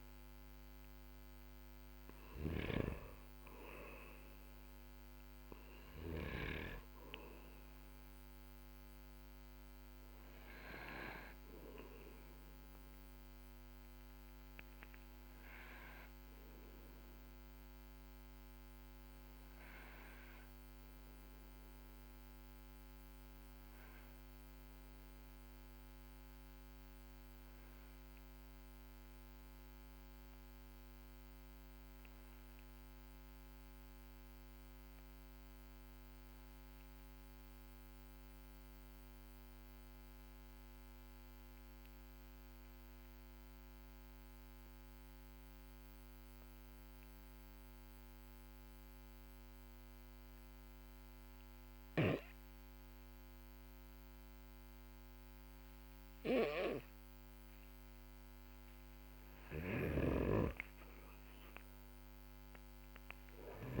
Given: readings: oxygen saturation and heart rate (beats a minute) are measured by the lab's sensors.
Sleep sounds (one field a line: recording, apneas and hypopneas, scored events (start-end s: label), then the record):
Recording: breathing in sleep by a microphone on the trachea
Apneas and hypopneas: 1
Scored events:
0.00-2.00 s: snoring (device-marked)
8.00-56.50 s: obstructive apnea (oxygen 99% before, 91% lowest, heart rate 54 before, 44 extreme, up 13 after)
58.00-62.50 s: arousal
59.00-63.50 s: snoring (device-marked)
From the record:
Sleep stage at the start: N2 (light sleep)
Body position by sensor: on the back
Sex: male